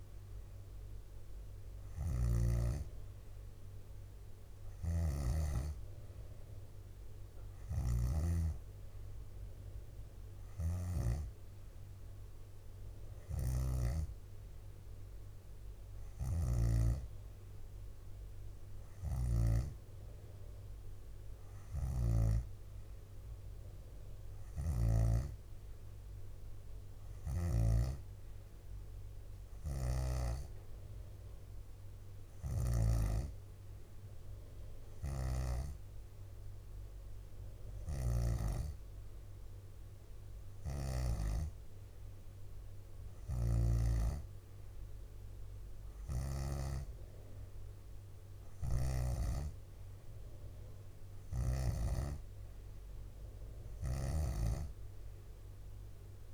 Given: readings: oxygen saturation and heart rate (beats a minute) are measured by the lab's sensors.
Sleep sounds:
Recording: breathing in sleep by a room microphone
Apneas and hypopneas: none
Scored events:
0.00-2.50 s: snoring (device-marked)
4.50-14.00 s: snoring (device-marked)
16.00-25.00 s: snoring (device-marked)
17.50-37.50 s: drop in pulse transit time (device-marked, heart rate 64 before, 62 extreme)
29.50-33.00 s: snoring (device-marked)
35.00-38.50 s: snoring (device-marked)
37.50-39.50 s: leg movement (device-marked)
40.50-44.00 s: snoring (device-marked)
48.50-54.50 s: snoring (device-marked)
From the record:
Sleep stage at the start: N2 (light sleep)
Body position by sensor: on the back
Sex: female

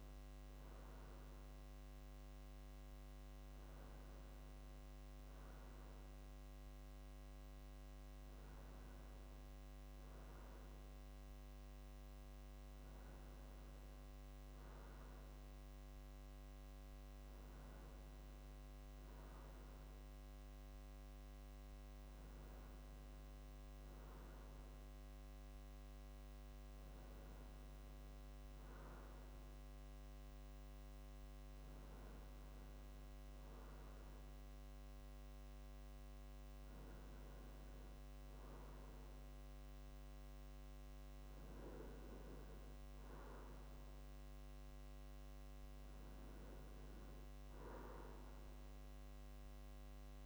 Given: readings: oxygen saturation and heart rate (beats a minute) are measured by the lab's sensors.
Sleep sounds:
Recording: a person awake in a sleep study, hard to hear, by a microphone on the trachea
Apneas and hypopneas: none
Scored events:
none scored
From the record:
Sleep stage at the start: awake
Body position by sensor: on the right side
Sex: male

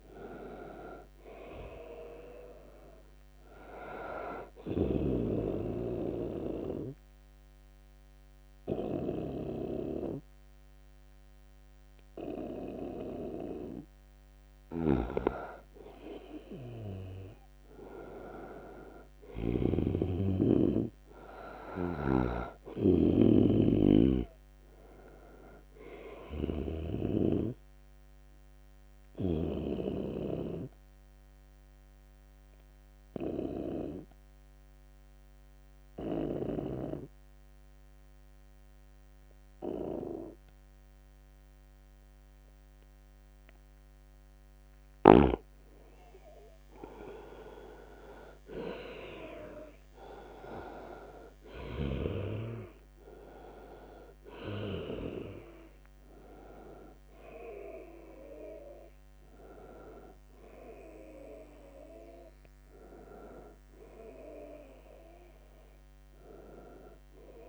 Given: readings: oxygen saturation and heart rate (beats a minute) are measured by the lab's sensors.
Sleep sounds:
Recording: breathing in sleep by a microphone on the trachea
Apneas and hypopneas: 2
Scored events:
0.00-14.00 s: oxygen desaturation (device-marked, oxygen 89% lowest, heart rate 72 extreme)
4.50-15.00 s: obstructive apnea (oxygen 98% before, 85% lowest, heart rate 82 before, 72 extreme, up 3 after)
14.50-20.00 s: snoring (device-marked)
17.00-21.50 s: arousal
25.00-35.00 s: oxygen desaturation (device-marked, oxygen 98% before, 94% lowest, heart rate 77 before, 73 extreme)
28.00-44.00 s: obstructive apnea (oxygen 98% before, 85% lowest, heart rate 77 before, 74 extreme, up 5 after)
45.50-49.50 s: arousal
48.00-67.48 s: oxygen desaturation (device-marked, oxygen 97% before, 85% lowest, heart rate 78 before, 72 extreme)
From the record:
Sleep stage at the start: N2 (light sleep)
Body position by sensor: on the right side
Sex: male

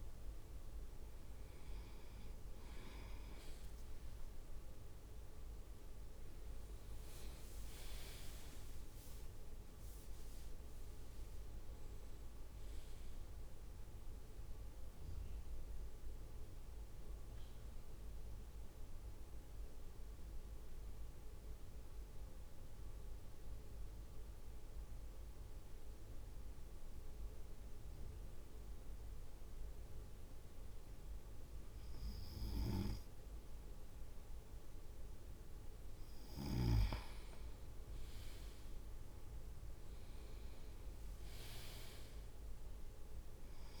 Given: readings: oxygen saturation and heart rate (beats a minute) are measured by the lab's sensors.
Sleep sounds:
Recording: breathing in sleep by a room microphone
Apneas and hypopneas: 1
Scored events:
4.00-18.00 s: drop in pulse transit time (device-marked, heart rate 54 before, 54 extreme)
5.00-7.00 s: long interval between heartbeats (device-marked, heart rate 54 before, 59 extreme)
6.00-9.00 s: leg movement (device-marked)
9.50-11.50 s: leg movement (device-marked)
15.50-35.00 s: mixed apnea (oxygen 98% before, 96% lowest, heart rate 60 before, 49 extreme, up 2 after)
38.50-42.00 s: arousal
From the record:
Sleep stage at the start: N2 (light sleep)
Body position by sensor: on the right side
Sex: male

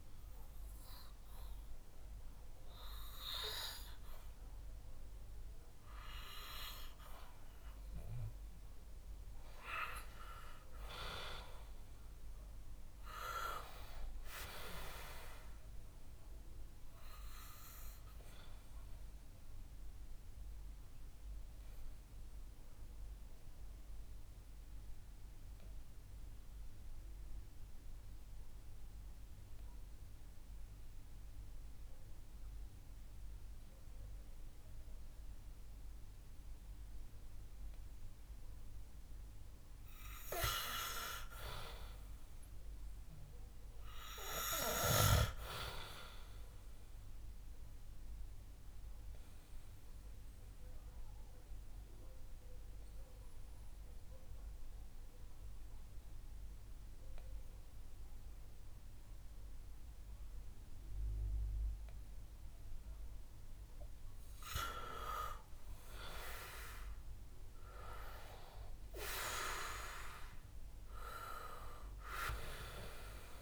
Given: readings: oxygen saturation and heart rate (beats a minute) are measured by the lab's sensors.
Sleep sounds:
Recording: breathing in sleep by a room microphone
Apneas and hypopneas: 2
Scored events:
2.50-13.50 s: oxygen desaturation (device-marked, oxygen 97% before, 94% lowest, heart rate 65 before, 63 extreme)
18.00-40.00 s: mixed apnea (oxygen 98% before, 92% lowest, heart rate 68 before, 61 extreme, up 2 after)
42.00-46.50 s: arousal
50.00-63.50 s: obstructive apnea (oxygen 97% before, 92% lowest, heart rate 65 before, 58 extreme, up 9 after)
66.00-70.50 s: arousal
From the record:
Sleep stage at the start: N2 (light sleep)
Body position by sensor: on the back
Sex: male

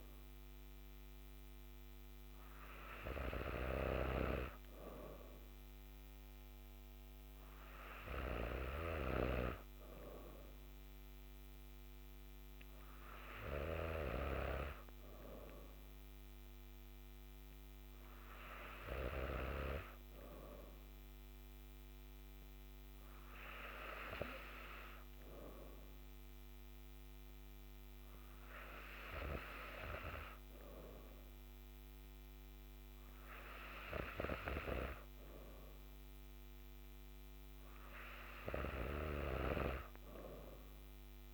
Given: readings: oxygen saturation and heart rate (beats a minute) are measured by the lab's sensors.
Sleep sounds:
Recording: breathing in sleep by a microphone on the trachea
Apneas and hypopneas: none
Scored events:
none scored
From the record:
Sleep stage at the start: N3 (deep sleep)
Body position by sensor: on the back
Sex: female

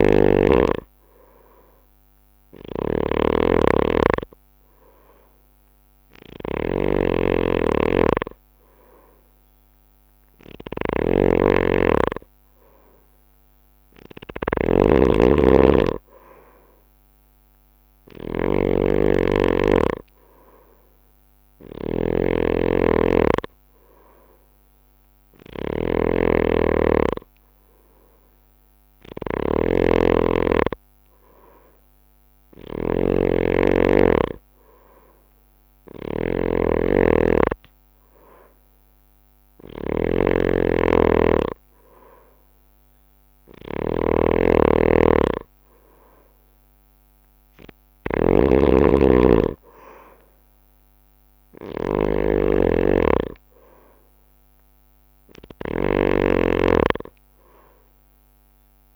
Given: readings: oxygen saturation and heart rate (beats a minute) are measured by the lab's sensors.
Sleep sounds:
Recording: breathing in sleep by a microphone on the trachea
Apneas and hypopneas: none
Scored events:
0.00-17.50 s: oxygen desaturation (device-marked, oxygen 93% lowest)
0.00-58.96 s: snoring (device-marked)
From the record:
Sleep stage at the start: N2 (light sleep)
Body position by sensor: on the right side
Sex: male

